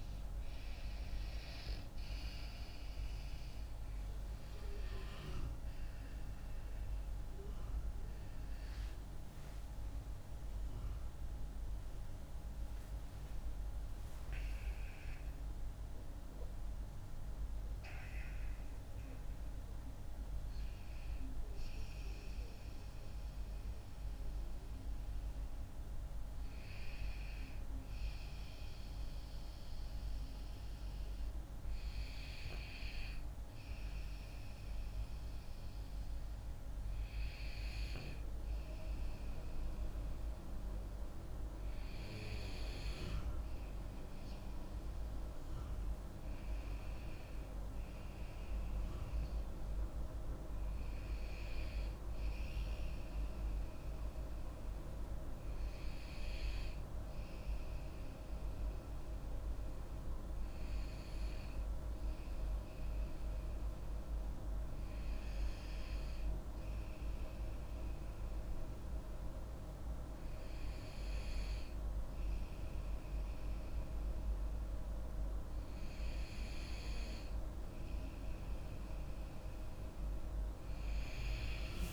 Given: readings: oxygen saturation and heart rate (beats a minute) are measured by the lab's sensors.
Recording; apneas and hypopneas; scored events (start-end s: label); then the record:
breathing in sleep by a room microphone; 1
4.50-9.50 s: arousal
7.50-21.50 s: oxygen desaturation (device-marked, oxygen 97% before, 94% lowest)
8.50-38.50 s: new sleep stage, N1 (lightest sleep)
38.50-81.92 s: new sleep stage, N2 (light sleep)
46.50-51.00 s: arousal
57.50-77.00 s: hypopnea (oxygen 97% before, 93% lowest)
From the record:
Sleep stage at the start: N2 (light sleep); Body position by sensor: on the back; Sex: female